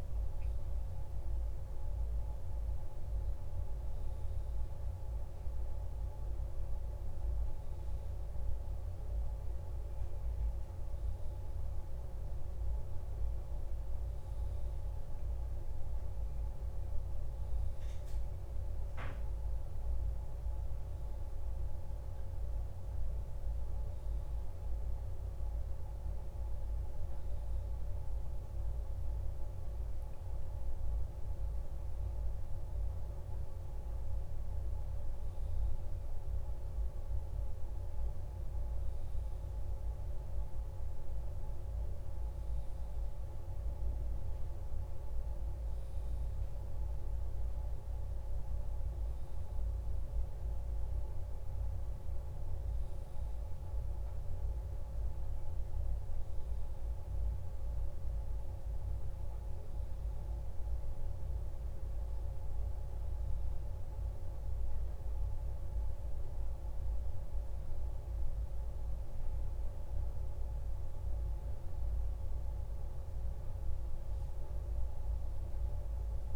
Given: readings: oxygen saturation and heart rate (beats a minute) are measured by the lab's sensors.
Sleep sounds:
a person partly awake in a sleep study, hard to hear, by a room microphone; none
13.00-73.00 s: new sleep stage, N1 (lightest sleep)
73.00-76.35 s: new sleep stage, awake
From the record:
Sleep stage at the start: awake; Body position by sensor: on the back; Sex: male

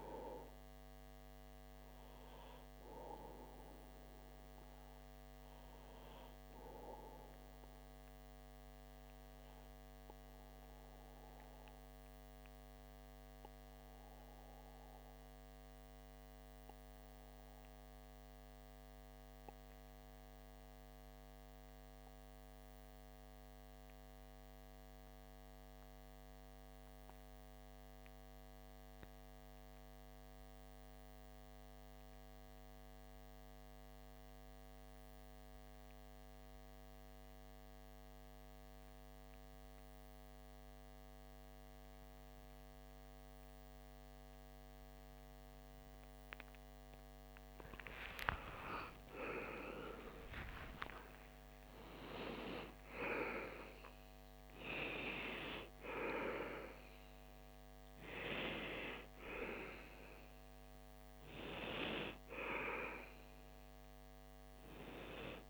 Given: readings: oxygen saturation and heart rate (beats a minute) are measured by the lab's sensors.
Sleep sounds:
breathing in sleep by a microphone on the trachea; 1
10.00-48.00 s: obstructive apnea (oxygen 98% before, 90% lowest)
39.50-65.50 s: oxygen desaturation (device-marked, oxygen 98% before, 90% lowest)
49.00-53.50 s: arousal
From the record:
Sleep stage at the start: N2 (light sleep); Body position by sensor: on the back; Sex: male

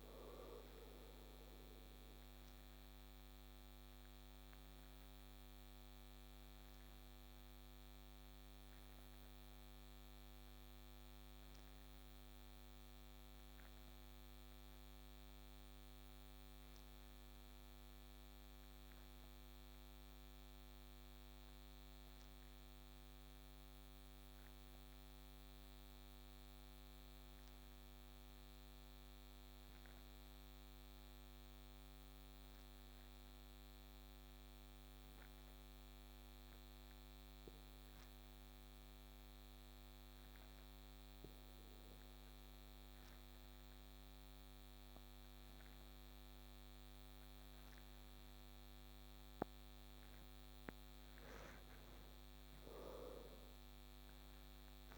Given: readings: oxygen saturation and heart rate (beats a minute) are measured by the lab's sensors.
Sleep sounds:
breathing in sleep, hard to hear, by a microphone on the trachea; 1
0.00-22.50 s: oxygen desaturation (device-marked, oxygen 88% lowest, heart rate 27 extreme)
4.50-49.50 s: obstructive apnea (oxygen 96% before, 86% lowest)
43.50-54.98 s: oxygen desaturation (device-marked, oxygen 96% before, 86% lowest)
52.50-54.98 s: arousal
From the record:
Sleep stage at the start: N2 (light sleep); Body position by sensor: on the back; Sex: male

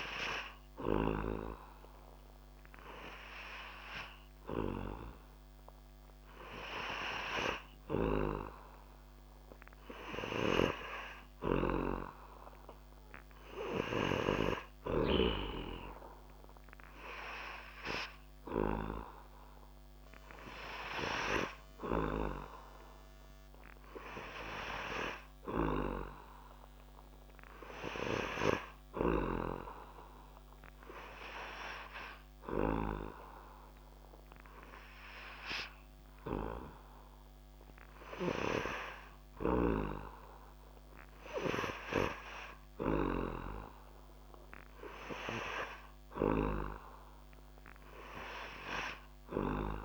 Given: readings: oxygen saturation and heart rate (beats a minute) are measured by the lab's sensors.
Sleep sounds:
breathing in sleep by a microphone on the trachea; none
none scored
From the record:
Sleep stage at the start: N3 (deep sleep); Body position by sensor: on the back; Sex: male

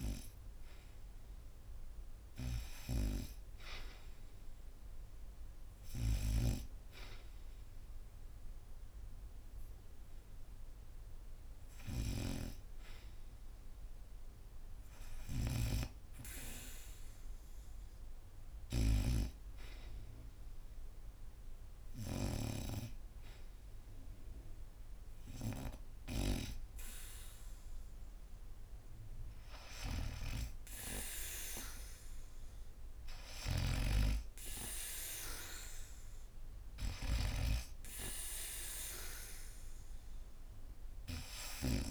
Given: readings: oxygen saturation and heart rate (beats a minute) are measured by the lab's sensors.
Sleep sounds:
breathing in sleep by a room microphone; none
0.00-17.00 s: oxygen desaturation (device-marked, oxygen 84% lowest, heart rate 73 extreme)
33.00-36.50 s: arousal
33.00-41.50 s: snoring (device-marked)
38.00-41.91 s: oxygen desaturation (device-marked, oxygen 89% before, 86% lowest, heart rate 80 before, 68 extreme)
From the record:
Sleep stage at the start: REM sleep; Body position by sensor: on the back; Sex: female

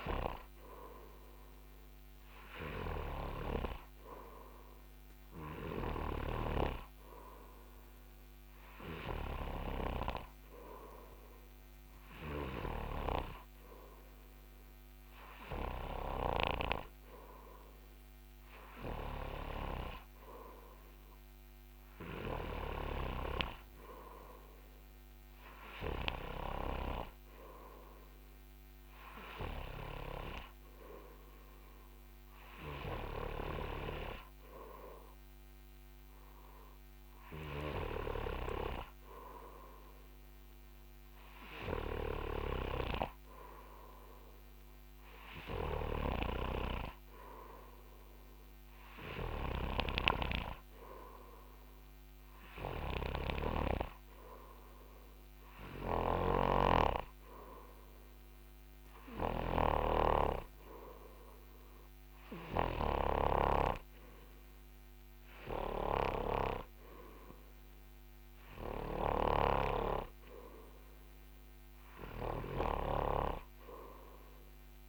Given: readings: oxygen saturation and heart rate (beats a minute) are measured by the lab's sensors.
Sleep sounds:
breathing in sleep by a microphone on the trachea; none
3.50-17.00 s: snoring (device-marked)
23.00-27.00 s: snoring (device-marked)
38.50-74.89 s: snoring (device-marked)
From the record:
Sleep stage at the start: N2 (light sleep); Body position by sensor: on the front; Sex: male

